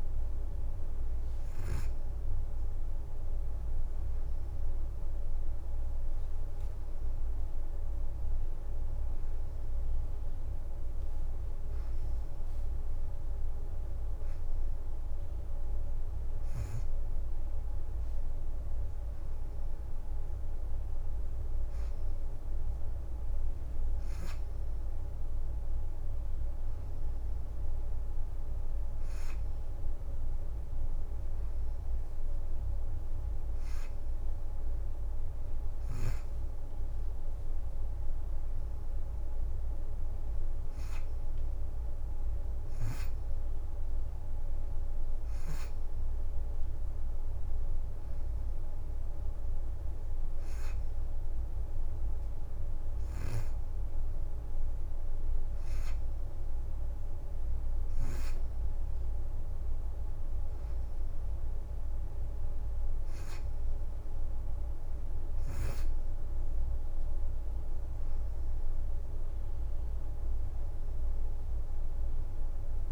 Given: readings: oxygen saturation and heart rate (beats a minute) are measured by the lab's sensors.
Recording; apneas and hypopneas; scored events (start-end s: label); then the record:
breathing in sleep, hard to hear, by a room microphone; none
2.50-3.50 s: leg movement (device-marked)
3.00-12.00 s: oxygen desaturation (device-marked, oxygen 92% before, 89% lowest, heart rate 86 before, 86 extreme)
16.50-17.50 s: leg movement (device-marked)
18.50-22.50 s: leg movement (device-marked)
23.50-25.00 s: leg movement (device-marked)
29.50-34.00 s: leg movement (device-marked)
36.50-37.50 s: leg movement (device-marked)
From the record:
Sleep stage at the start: N2 (light sleep); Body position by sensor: on the back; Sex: female